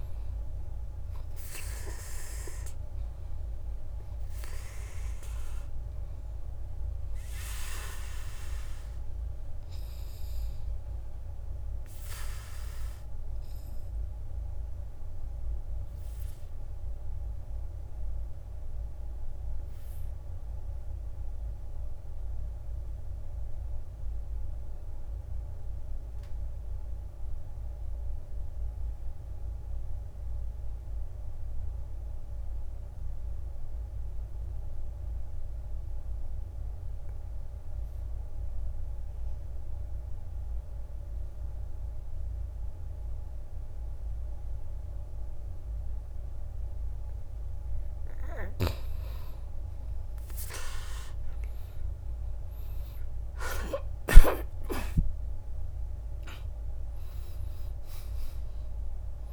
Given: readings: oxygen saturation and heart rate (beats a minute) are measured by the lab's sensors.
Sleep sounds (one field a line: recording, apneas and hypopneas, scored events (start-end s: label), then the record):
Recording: breathing in sleep by a room microphone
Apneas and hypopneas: 1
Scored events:
0.00-21.50 s: oxygen desaturation (device-marked, oxygen 79% lowest, heart rate 54 extreme)
10.50-47.50 s: obstructive apnea (oxygen 97% before, 74% lowest, heart rate 68 before, 54 extreme, up 11 after)
44.50-59.33 s: oxygen desaturation (device-marked, oxygen 97% before, 74% lowest, heart rate 61 before, 53 extreme)
51.00-55.50 s: arousal
From the record:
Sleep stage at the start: N2 (light sleep)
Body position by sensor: on the back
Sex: male